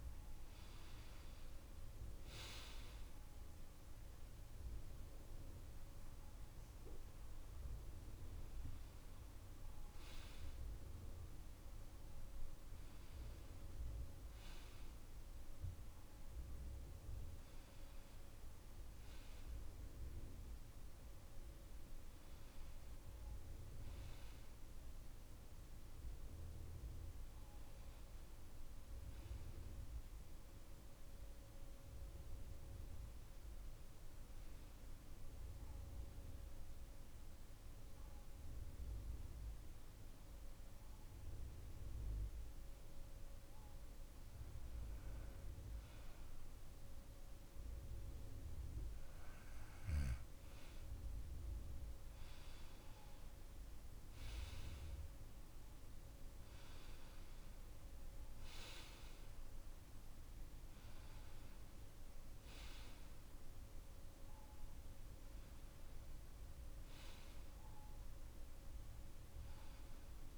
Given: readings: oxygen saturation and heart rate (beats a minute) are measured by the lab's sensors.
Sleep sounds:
breathing in sleep, hard to hear, by a room microphone; 1
0.00-17.00 s: oxygen desaturation (device-marked, oxygen 92% lowest)
29.00-32.00 s: arousal
34.50-45.50 s: hypopnea (oxygen 97% before, 93% lowest)
50.50-54.50 s: arousal
From the record:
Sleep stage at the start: N2 (light sleep); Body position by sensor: on the back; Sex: male

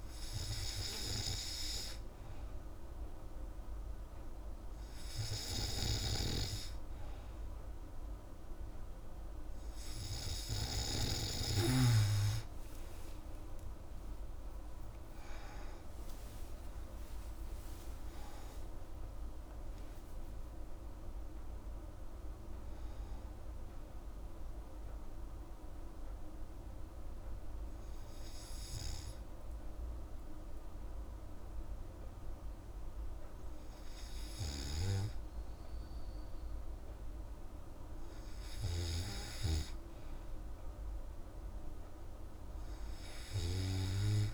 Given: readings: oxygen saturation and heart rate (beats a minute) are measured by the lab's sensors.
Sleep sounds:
breathing in sleep by a room microphone; none
none scored
From the record:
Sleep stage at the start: N3 (deep sleep); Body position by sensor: on the back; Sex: female

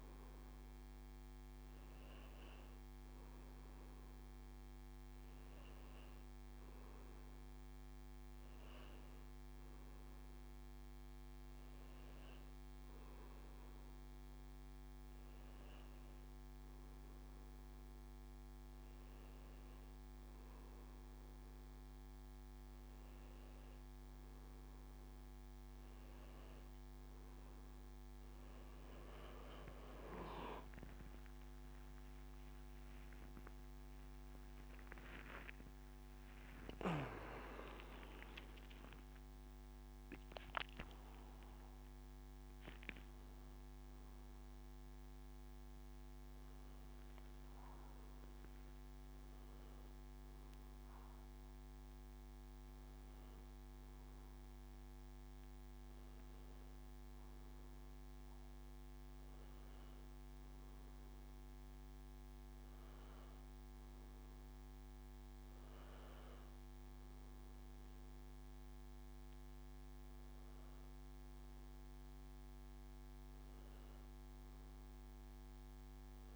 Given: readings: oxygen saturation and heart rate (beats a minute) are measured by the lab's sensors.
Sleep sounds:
breathing in sleep, hard to hear, by a microphone on the trachea; none
30.50-36.00 s: arousal
From the record:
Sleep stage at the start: N1 (lightest sleep); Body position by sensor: on the back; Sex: male

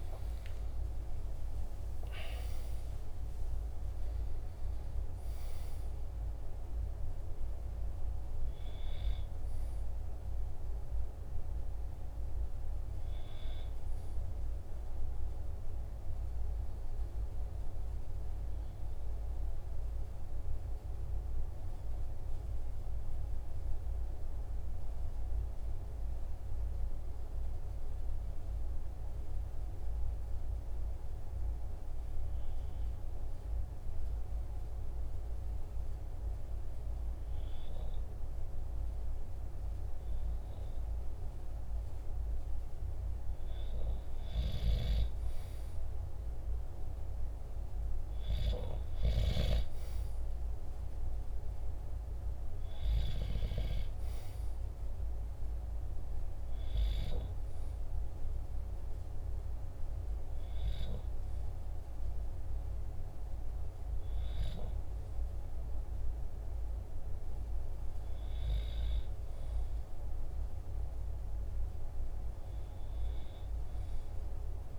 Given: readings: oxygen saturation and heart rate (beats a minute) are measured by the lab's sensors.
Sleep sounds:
breathing in sleep by a room microphone; 1
0.00-2.50 s: arousal
21.00-39.00 s: hypopnea (oxygen 98% before, 95% lowest, heart rate 48 before, 46 extreme, up 2 after)
41.00-45.50 s: arousal
From the record:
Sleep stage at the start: N2 (light sleep); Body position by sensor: on the back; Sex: male

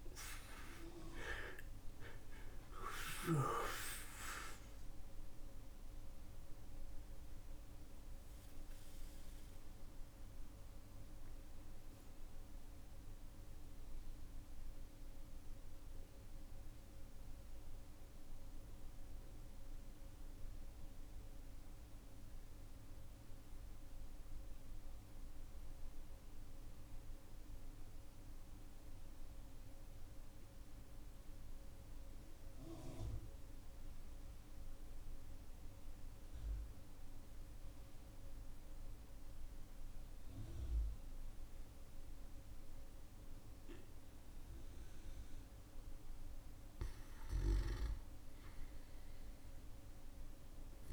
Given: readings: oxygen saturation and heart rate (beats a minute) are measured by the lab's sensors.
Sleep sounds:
breathing in sleep by a room microphone; 1
0.00-28.00 s: oxygen desaturation (device-marked, oxygen 93% lowest, heart rate 46 extreme)
6.50-46.00 s: mixed apnea (oxygen 97% before, 93% lowest, heart rate 61 before, 45 extreme, up 3 after)
21.00-50.92 s: new sleep stage, N2 (light sleep)
From the record:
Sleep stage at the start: N1 (lightest sleep); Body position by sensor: on the back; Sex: male

